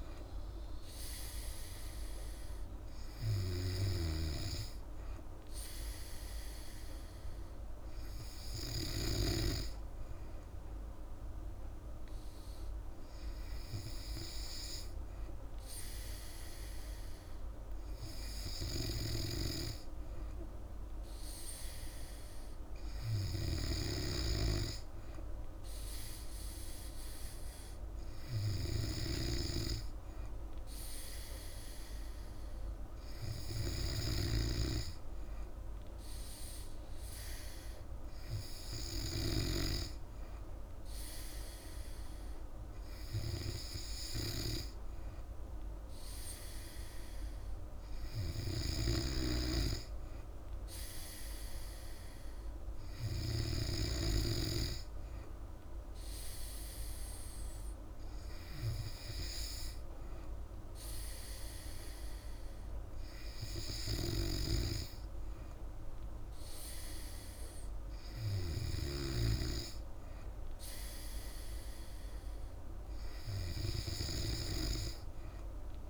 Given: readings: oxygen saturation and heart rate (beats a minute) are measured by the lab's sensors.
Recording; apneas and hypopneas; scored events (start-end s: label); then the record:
breathing in sleep by a room microphone; none
34.00-39.50 s: snoring (device-marked)
49.00-54.00 s: snoring (device-marked)
64.00-69.50 s: snoring (device-marked)
From the record:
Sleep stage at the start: N3 (deep sleep); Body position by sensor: on the back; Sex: female